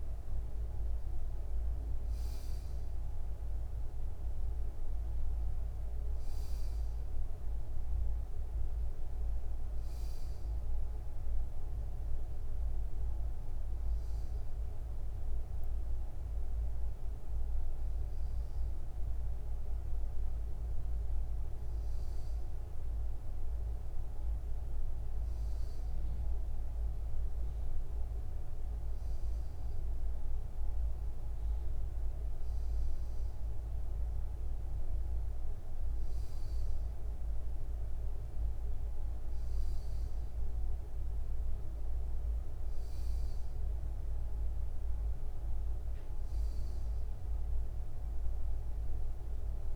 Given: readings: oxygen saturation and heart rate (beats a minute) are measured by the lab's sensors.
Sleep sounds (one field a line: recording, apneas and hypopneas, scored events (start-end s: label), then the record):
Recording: breathing in sleep, hard to hear, by a room microphone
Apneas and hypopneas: none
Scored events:
15.00-19.00 s: arousal
From the record:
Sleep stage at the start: N2 (light sleep)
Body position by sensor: on the back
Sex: male